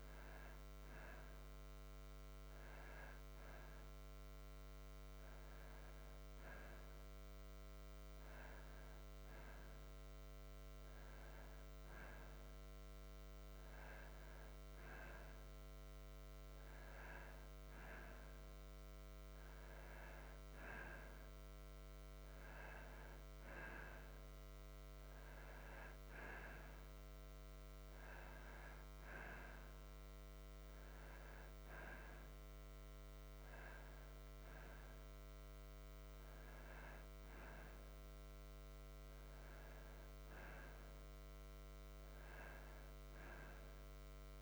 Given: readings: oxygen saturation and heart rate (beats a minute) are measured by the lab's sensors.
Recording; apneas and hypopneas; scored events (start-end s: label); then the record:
breathing in sleep by a microphone on the trachea; none
none scored
From the record:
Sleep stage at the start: N2 (light sleep); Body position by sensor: on the back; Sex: male